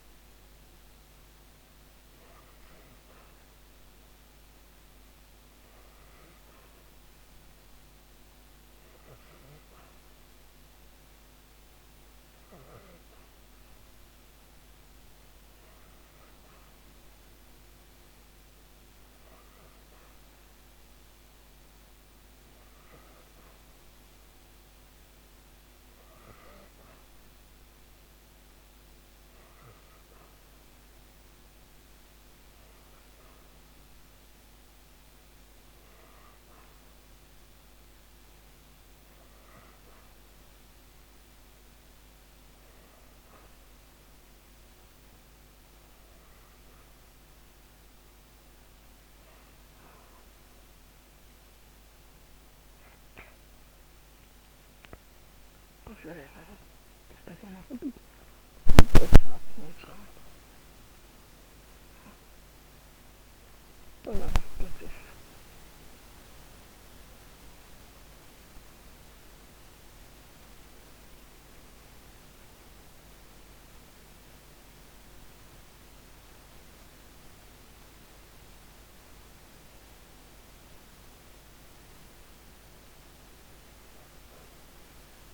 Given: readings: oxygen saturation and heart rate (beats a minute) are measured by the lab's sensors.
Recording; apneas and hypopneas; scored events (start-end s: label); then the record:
breathing in sleep by a microphone on the trachea; none
56.00-60.50 s: arousal
56.50-69.50 s: oxygen desaturation (device-marked, oxygen 96% before, 91% lowest, heart rate 142 before, 107 extreme)
From the record:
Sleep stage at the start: N2 (light sleep); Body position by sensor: on the back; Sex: female